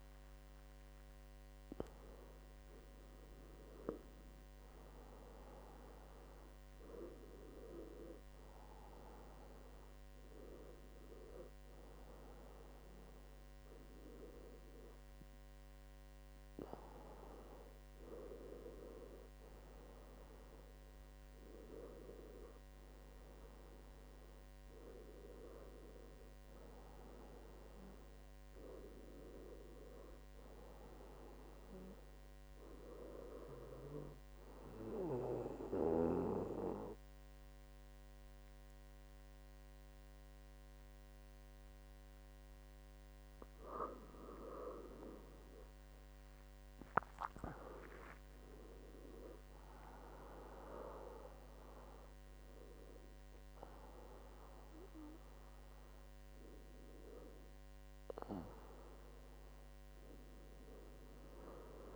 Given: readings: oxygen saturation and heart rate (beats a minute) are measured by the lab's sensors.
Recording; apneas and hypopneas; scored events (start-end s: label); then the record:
breathing in sleep by a microphone on the trachea; 1
4.00-7.50 s: arousal
35.50-45.50 s: central apnea (oxygen 96% before, 93% lowest, heart rate 79 before, 71 extreme, up 13 after)
47.50-50.50 s: arousal
From the record:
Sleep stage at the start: N2 (light sleep); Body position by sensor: on the back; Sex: male